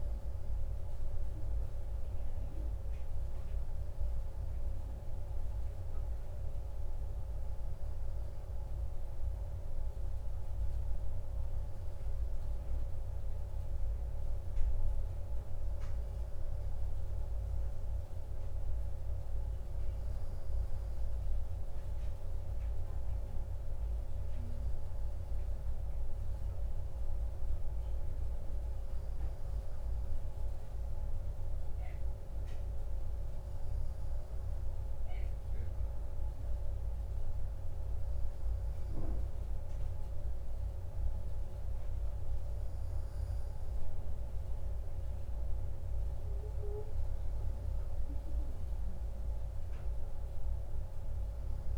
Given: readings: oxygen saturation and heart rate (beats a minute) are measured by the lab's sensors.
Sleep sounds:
breathing in sleep, hard to hear, by a room microphone; none
none scored
From the record:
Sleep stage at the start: N1 (lightest sleep); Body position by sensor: on the right side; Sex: male

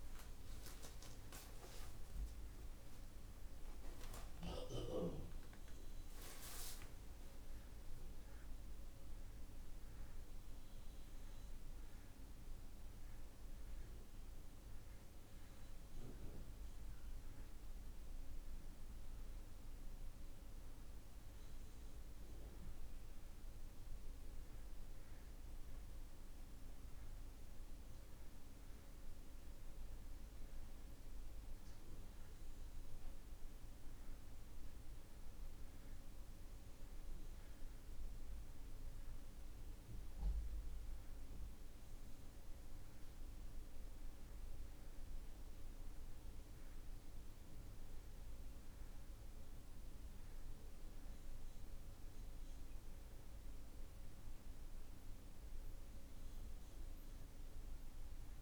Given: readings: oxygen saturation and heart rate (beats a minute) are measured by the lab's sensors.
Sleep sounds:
breathing in sleep, hard to hear, by a room microphone; none
none scored
From the record:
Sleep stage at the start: N2 (light sleep); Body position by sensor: on the back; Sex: male

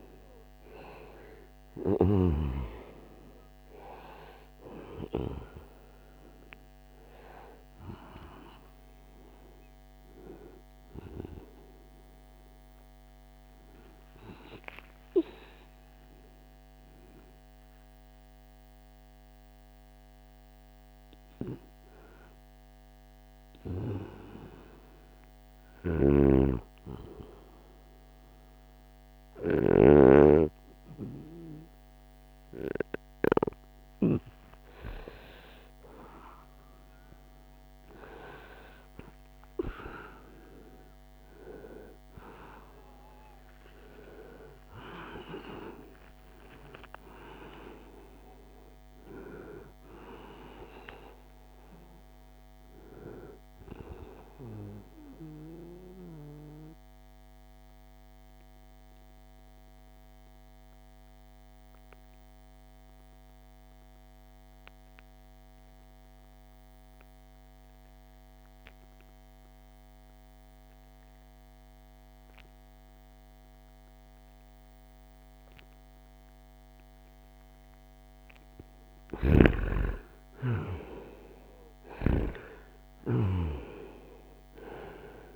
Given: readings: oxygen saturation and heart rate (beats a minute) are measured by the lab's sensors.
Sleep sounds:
a person awake in a sleep study, by a microphone on the trachea; 1
0.00-7.00 s: oxygen desaturation (device-marked, oxygen 91% lowest, heart rate 69 extreme)
25.00-33.50 s: snoring (device-marked)
37.00-58.00 s: oxygen desaturation (device-marked, oxygen 95% before, 92% lowest, heart rate 78 before, 67 extreme)
44.50-46.50 s: long interval between heartbeats (device-marked, heart rate 78 before, 89 extreme)
54.00-79.00 s: mixed apnea (oxygen 96% before, 89% lowest, heart rate 84 before, 67 extreme, up 12 after)
56.00-85.36 s: new sleep stage, N2 (light sleep)
77.00-85.36 s: oxygen desaturation (device-marked, oxygen 96% before, 89% lowest, heart rate 70 before, 63 extreme)
78.00-81.50 s: snoring (device-marked)
81.00-85.36 s: arousal
From the record:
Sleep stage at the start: awake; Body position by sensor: on the right side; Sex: male

